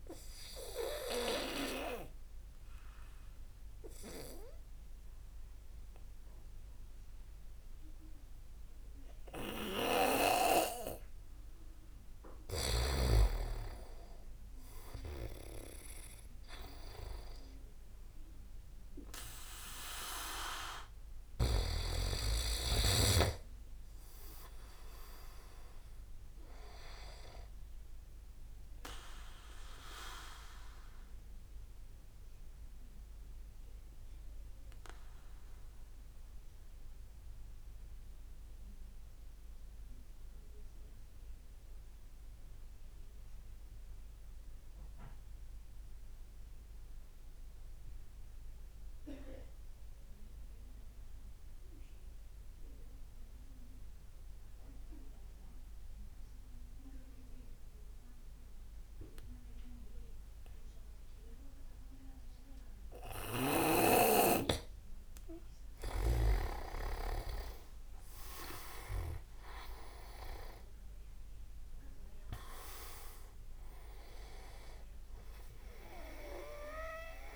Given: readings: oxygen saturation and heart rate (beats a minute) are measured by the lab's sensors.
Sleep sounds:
breathing in sleep by a room microphone; 2
1.00-13.50 s: obstructive apnea (oxygen 97% before, 92% lowest)
9.50-13.00 s: snoring (device-marked)
17.50-21.50 s: arousal
32.00-62.50 s: obstructive apnea (oxygen 96% before, 92% lowest)
62.50-77.36 s: tachycardia (device-marked)
65.50-70.00 s: arousal
67.00-70.50 s: leg movement (device-marked)
67.50-77.36 s: oxygen desaturation (device-marked, oxygen 97% before, 92% lowest)
From the record:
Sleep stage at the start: N2 (light sleep); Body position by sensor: on the back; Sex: male

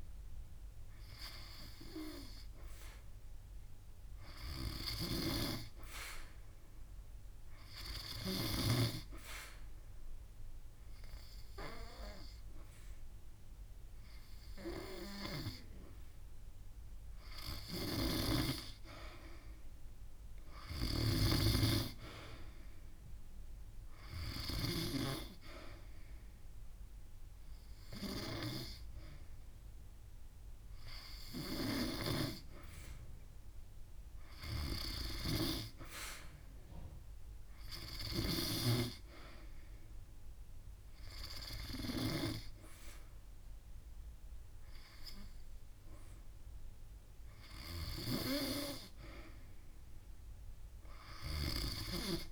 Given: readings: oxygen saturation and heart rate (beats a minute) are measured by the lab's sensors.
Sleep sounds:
breathing in sleep by a room microphone; 1
3.50-6.50 s: arousal
8.00-19.00 s: obstructive apnea (oxygen 95% before, 92% lowest)
21.00-24.00 s: arousal
From the record:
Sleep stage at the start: N2 (light sleep); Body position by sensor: on the back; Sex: female

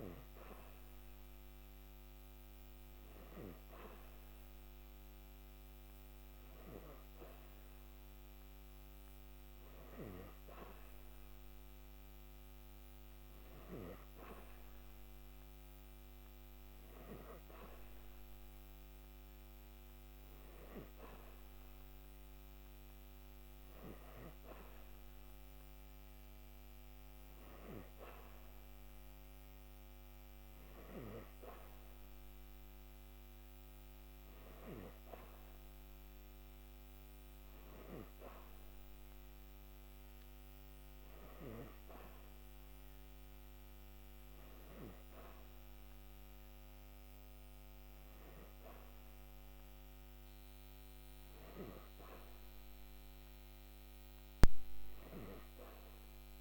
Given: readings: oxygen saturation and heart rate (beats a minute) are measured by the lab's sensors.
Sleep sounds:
breathing in sleep by a microphone on the trachea; none
none scored
From the record:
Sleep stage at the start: N3 (deep sleep); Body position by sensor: on the back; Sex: female

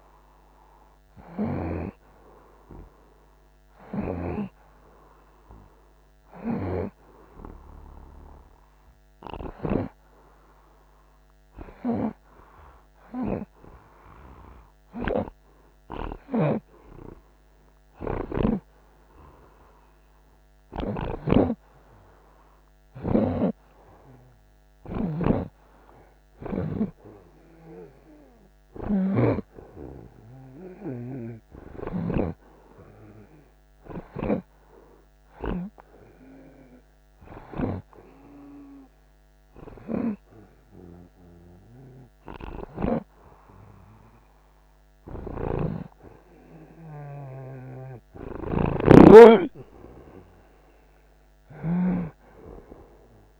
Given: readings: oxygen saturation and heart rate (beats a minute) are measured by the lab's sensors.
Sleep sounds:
breathing in sleep by a microphone on the trachea; none
4.00-10.00 s: snoring (device-marked)
16.00-32.50 s: snoring (device-marked)
25.50-35.50 s: oxygen desaturation (device-marked, oxygen 88% before, 84% lowest)
45.50-52.00 s: snoring (device-marked)
From the record:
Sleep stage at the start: N2 (light sleep); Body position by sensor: on the right side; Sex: male

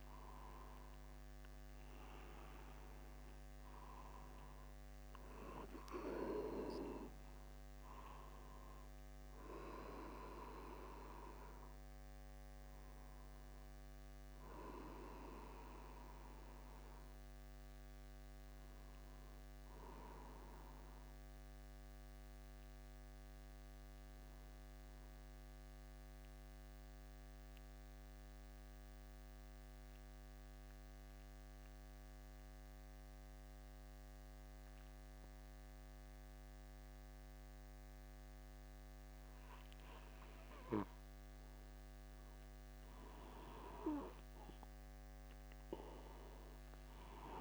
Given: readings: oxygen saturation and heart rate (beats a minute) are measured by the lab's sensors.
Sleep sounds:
breathing in sleep by a microphone on the trachea; 1
26.00-42.00 s: mixed apnea (oxygen 96% before, 94% lowest, heart rate 50 before, 49 extreme, up 1 after)
From the record:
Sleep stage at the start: N2 (light sleep); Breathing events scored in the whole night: 147 in 3.5 hours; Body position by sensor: upright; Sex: male

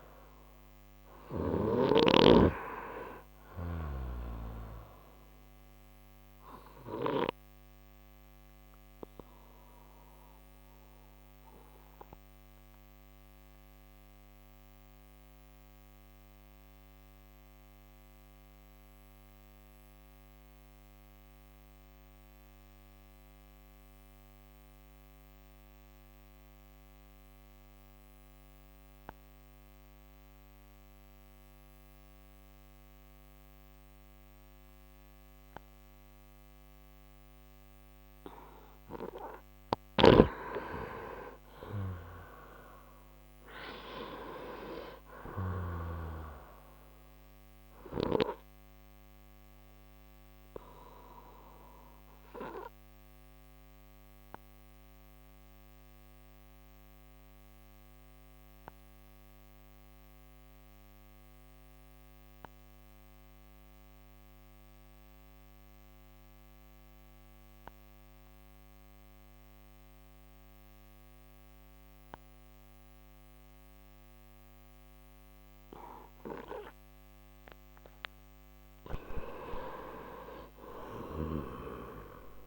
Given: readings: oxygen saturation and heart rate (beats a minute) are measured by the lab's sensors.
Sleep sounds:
breathing in sleep by a microphone on the trachea; 2
0.00-25.50 s: oxygen desaturation (device-marked, oxygen 89% lowest, heart rate 54 extreme)
5.00-38.50 s: obstructive apnea (oxygen 98% before, 89% lowest, heart rate 65 before, 54 extreme, up 8 after)
40.50-45.00 s: arousal
40.50-69.50 s: oxygen desaturation (device-marked, oxygen 97% before, 90% lowest, heart rate 59 before, 56 extreme)
49.00-77.00 s: obstructive apnea (oxygen 97% before, 89% lowest, heart rate 63 before, 56 extreme, up 11 after)
79.00-82.47 s: arousal
From the record:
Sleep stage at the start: N2 (light sleep); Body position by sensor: on the right side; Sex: male

